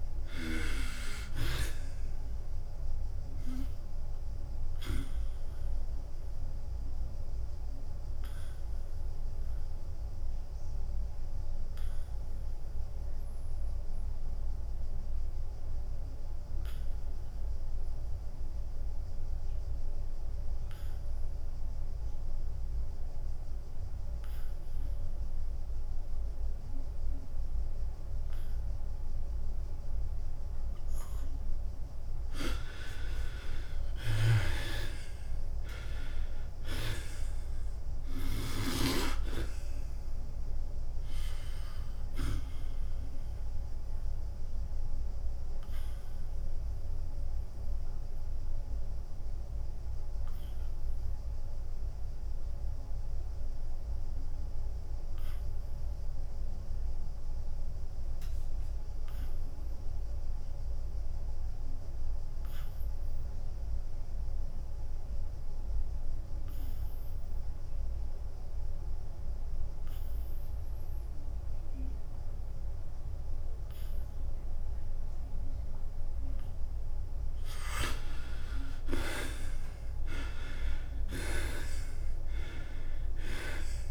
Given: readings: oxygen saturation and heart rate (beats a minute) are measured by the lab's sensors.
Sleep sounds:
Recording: breathing in sleep by a room microphone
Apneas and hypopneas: 2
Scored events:
0.00-8.00 s: drop in pulse transit time (device-marked, heart rate 88 extreme)
0.00-25.00 s: oxygen desaturation (device-marked, oxygen 76% lowest, heart rate 86 extreme)
7.00-32.50 s: obstructive apnea (oxygen 99% before, 76% lowest, heart rate 90 before, 86 extreme, up 6 after)
34.00-47.00 s: drop in pulse transit time (device-marked, heart rate 90 before, 89 extreme)
35.00-38.50 s: arousal
44.00-77.50 s: obstructive apnea (oxygen 97% before, 74% lowest, heart rate 89 before, 84 extreme, up 10 after)
57.00-64.00 s: oxygen desaturation (device-marked, oxygen 94% before, 78% lowest, heart rate 89 before, 84 extreme)
60.50-62.50 s: long interval between heartbeats (device-marked, heart rate 89 before, 89 extreme)
79.00-83.91 s: drop in pulse transit time (device-marked, heart rate 88 before, 91 extreme)
80.00-83.50 s: arousal
From the record:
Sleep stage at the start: N2 (light sleep)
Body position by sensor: on the back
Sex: male

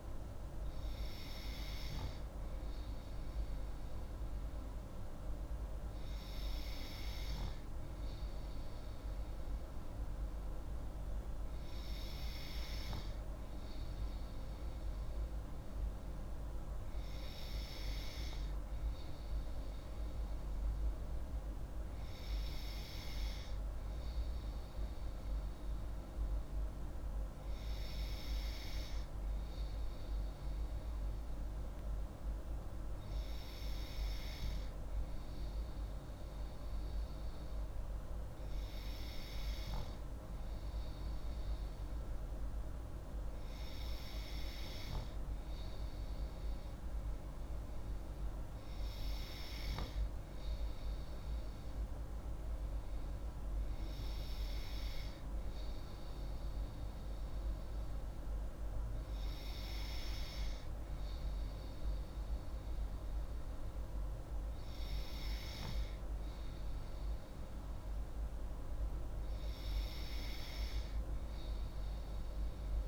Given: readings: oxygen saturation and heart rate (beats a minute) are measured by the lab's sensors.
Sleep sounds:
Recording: breathing in sleep, hard to hear, by a room microphone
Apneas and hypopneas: none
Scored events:
none scored
From the record:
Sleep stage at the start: N3 (deep sleep)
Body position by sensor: on the left side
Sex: female

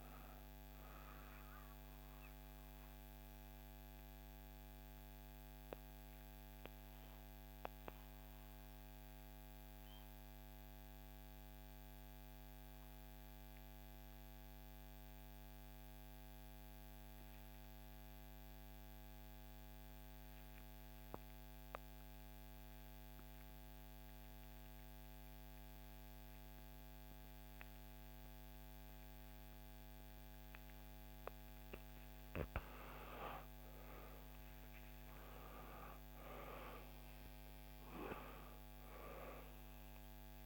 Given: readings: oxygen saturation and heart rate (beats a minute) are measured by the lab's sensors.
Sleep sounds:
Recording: breathing in sleep by a microphone on the trachea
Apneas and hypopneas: 1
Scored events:
2.50-32.00 s: obstructive apnea (oxygen 99% before, 88% lowest, heart rate 62 before, 58 extreme, up 4 after)
12.00-40.46 s: new sleep stage, N2 (light sleep)
23.00-40.46 s: oxygen desaturation (device-marked, oxygen 99% before, 88% lowest, heart rate 60 before, 58 extreme)
33.50-37.50 s: arousal
From the record:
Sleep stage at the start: N1 (lightest sleep)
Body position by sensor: on the back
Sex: female

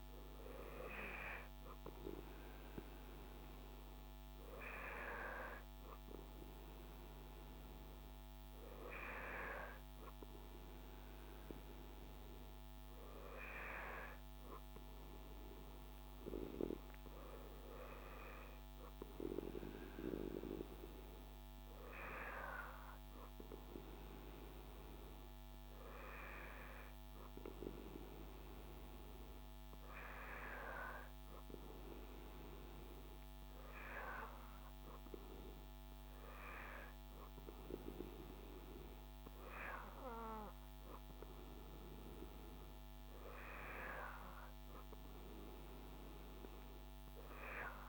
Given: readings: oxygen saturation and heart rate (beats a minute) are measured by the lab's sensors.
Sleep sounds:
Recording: breathing in sleep by a microphone on the trachea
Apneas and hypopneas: none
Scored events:
none scored
From the record:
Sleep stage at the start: N2 (light sleep)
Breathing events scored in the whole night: 108 in 7.0 hours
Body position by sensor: on the back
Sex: male

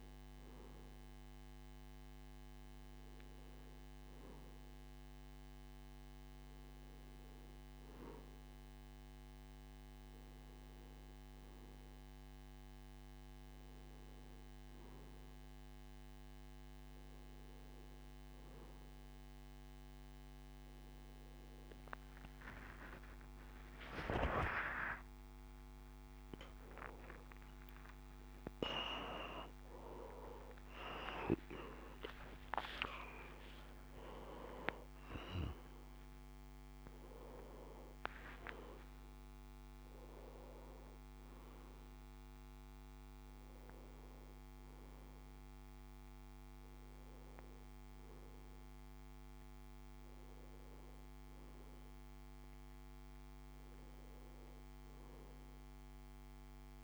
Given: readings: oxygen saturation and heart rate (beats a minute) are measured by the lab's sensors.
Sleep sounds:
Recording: a person awake in a sleep study, by a microphone on the trachea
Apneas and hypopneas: none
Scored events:
15.00-45.00 s: new sleep stage, awake
45.00-56.84 s: new sleep stage, N1 (lightest sleep)
From the record:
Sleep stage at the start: N2 (light sleep)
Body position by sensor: on the right side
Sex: male

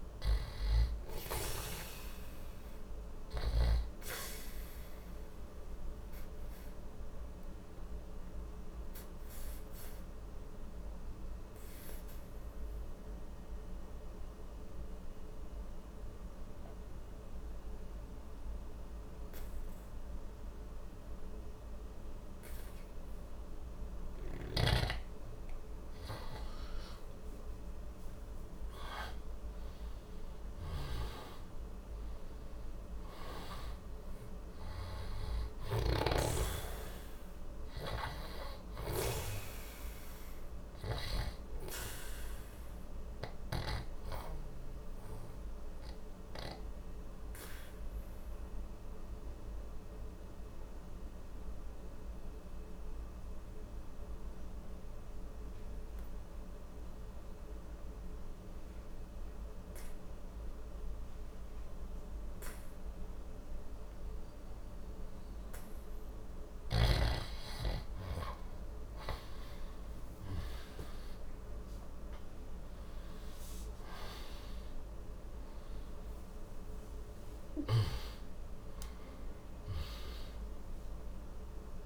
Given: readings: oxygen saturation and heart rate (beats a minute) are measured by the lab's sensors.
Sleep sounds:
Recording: breathing in sleep by a room microphone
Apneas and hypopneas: 2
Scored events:
0.00-16.00 s: oxygen desaturation (device-marked, oxygen 89% lowest, heart rate 60 extreme)
5.00-24.50 s: obstructive apnea (oxygen 98% before, 89% lowest, heart rate 63 before, 60 extreme, up 3 after)
26.00-30.50 s: arousal
27.00-56.00 s: oxygen desaturation (device-marked, oxygen 98% before, 90% lowest, heart rate 62 before, 60 extreme)
43.00-65.50 s: obstructive apnea (oxygen 98% before, 89% lowest, heart rate 62 before, 60 extreme, up 11 after)
68.50-73.50 s: arousal
70.00-81.86 s: oxygen desaturation (device-marked, oxygen 97% before, 89% lowest, heart rate 62 before, 61 extreme)
From the record:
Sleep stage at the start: N2 (light sleep)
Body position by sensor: on the back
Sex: male

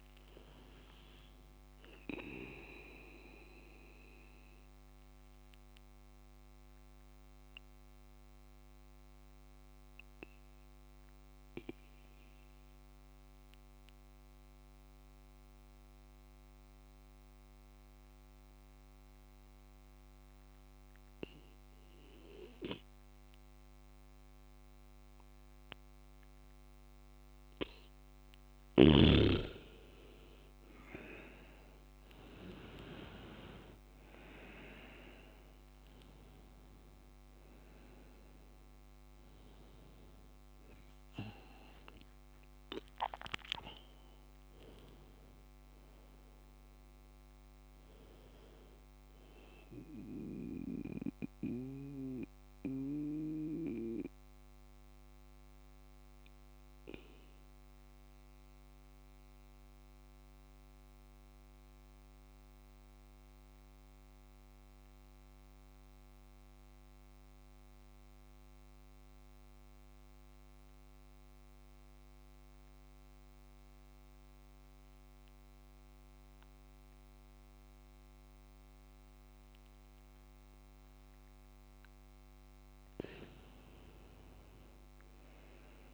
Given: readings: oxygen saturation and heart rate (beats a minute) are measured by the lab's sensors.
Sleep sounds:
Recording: breathing in sleep by a microphone on the trachea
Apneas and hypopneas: 2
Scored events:
3.00-28.00 s: mixed apnea (oxygen 98% before, 93% lowest, heart rate 72 before, 65 extreme, up 1 after)
4.00-85.94 s: new sleep stage, N2 (light sleep)
30.00-33.50 s: arousal
33.00-51.00 s: oxygen desaturation (device-marked, oxygen 98% before, 93% lowest, heart rate 73 before, 65 extreme)
42.50-46.00 s: arousal
51.50-81.50 s: mixed apnea (oxygen 98% before, 94% lowest, heart rate 72 before, 61 extreme)
83.00-85.94 s: arousal
84.00-85.94 s: oxygen desaturation (device-marked, oxygen 99% before, 95% lowest, heart rate 71 before, 61 extreme)
From the record:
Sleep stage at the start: N1 (lightest sleep)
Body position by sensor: on the back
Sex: male

